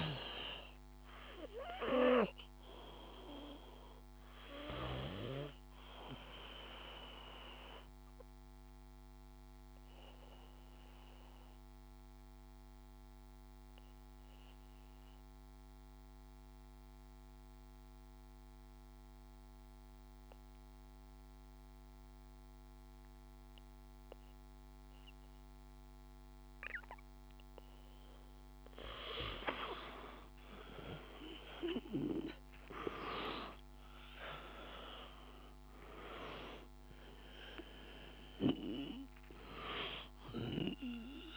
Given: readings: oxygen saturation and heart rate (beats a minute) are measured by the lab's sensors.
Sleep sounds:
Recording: breathing in sleep by a microphone on the trachea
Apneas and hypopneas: 1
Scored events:
0.00-19.50 s: oxygen desaturation (device-marked, oxygen 89% lowest, heart rate 51 extreme)
5.00-26.00 s: obstructive apnea (oxygen 97% before, 89% lowest, heart rate 53 before, 51 extreme, up 5 after)
30.00-34.50 s: arousal
34.50-41.37 s: oxygen desaturation (device-marked, oxygen 97% before, 91% lowest, heart rate 53 before, 53 extreme)
From the record:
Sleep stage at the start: N2 (light sleep)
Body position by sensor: on the back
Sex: male

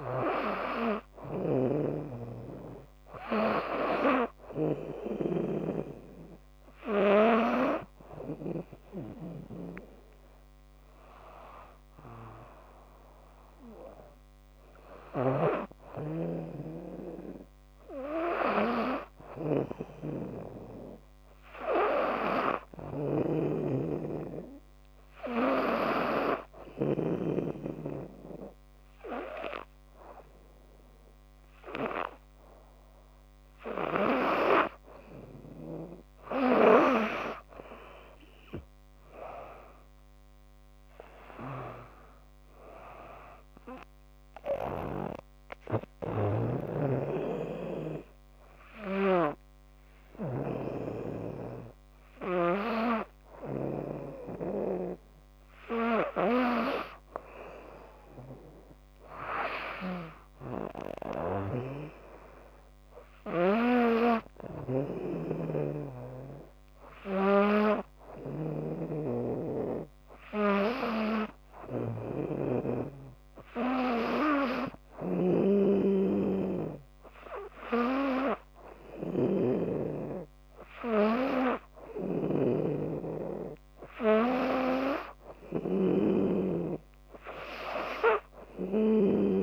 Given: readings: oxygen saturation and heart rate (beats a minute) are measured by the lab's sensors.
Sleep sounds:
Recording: breathing in sleep by a microphone on the trachea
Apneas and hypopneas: 1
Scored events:
0.00-8.00 s: snoring (device-marked)
14.50-26.50 s: snoring (device-marked)
23.00-34.00 s: obstructive apnea (oxygen 97% before, 94% lowest, heart rate 78 before, 74 extreme, up 1 after)
36.50-41.00 s: arousal
60.50-89.43 s: snoring (device-marked)
From the record:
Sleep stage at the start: N2 (light sleep)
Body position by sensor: on the back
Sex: female

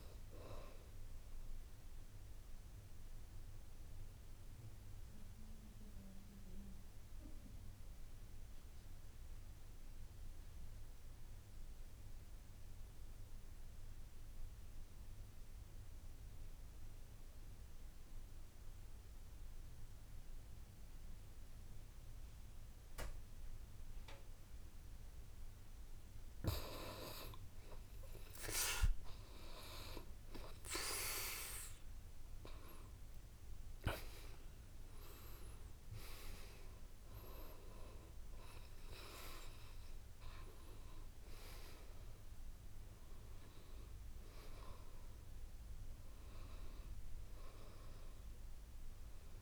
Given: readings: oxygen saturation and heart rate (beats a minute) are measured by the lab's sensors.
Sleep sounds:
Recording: breathing in sleep by a room microphone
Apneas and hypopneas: 1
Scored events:
0.00-9.50 s: oxygen desaturation (device-marked, oxygen 76% lowest, heart rate 54 extreme)
2.00-25.50 s: obstructive apnea (oxygen 95% before, 78% lowest, heart rate 68 before, 55 extreme, up 13 after)
25.50-49.42 s: oxygen desaturation (device-marked, oxygen 99% before, 82% lowest, heart rate 57 before, 52 extreme)
28.50-32.50 s: arousal
From the record:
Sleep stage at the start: N2 (light sleep)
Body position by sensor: on the back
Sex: male

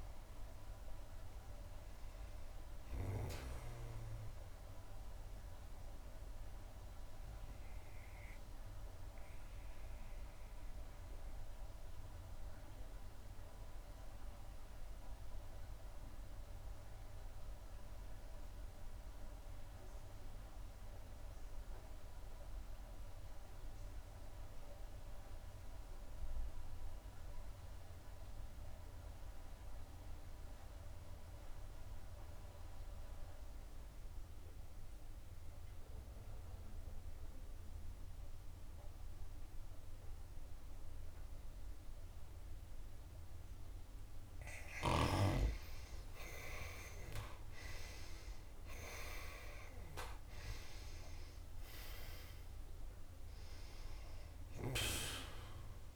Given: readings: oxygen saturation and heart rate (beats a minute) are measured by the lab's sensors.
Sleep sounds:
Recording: breathing in sleep by a room microphone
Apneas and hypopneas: 1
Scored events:
0.00-20.50 s: oxygen desaturation (device-marked, oxygen 88% lowest, heart rate 57 extreme)
11.00-43.00 s: obstructive apnea (oxygen 96% before, 83% lowest, heart rate 68 before, 59 extreme, up 5 after)
35.50-55.96 s: oxygen desaturation (device-marked, oxygen 97% before, 83% lowest, heart rate 64 before, 61 extreme)
46.50-52.50 s: arousal
From the record:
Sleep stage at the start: N2 (light sleep)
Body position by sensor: on the back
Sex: female

